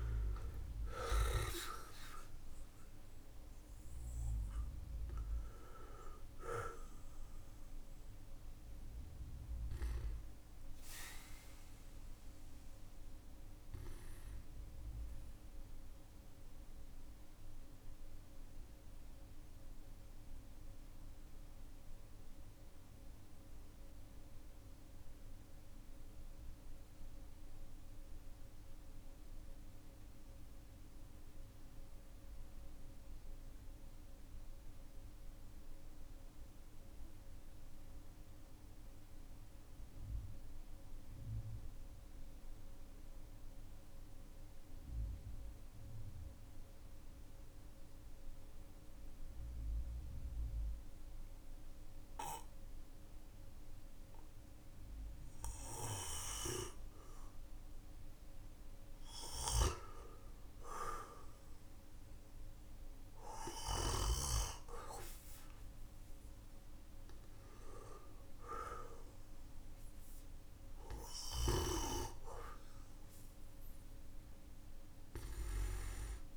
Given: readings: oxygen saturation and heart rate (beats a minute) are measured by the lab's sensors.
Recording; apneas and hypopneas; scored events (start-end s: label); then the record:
breathing in sleep by a room microphone; 1
0.00-1.00 s: oxygen desaturation (device-marked, oxygen 95% lowest, heart rate 43 extreme)
15.50-54.50 s: obstructive apnea (oxygen 98% before, 91% lowest, heart rate 52 before, 43 extreme, up 10 after)
53.00-76.37 s: oxygen desaturation (device-marked, oxygen 98% before, 91% lowest, heart rate 51 before, 41 extreme)
57.00-61.50 s: arousal
From the record:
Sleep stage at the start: N2 (light sleep); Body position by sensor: on the back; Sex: male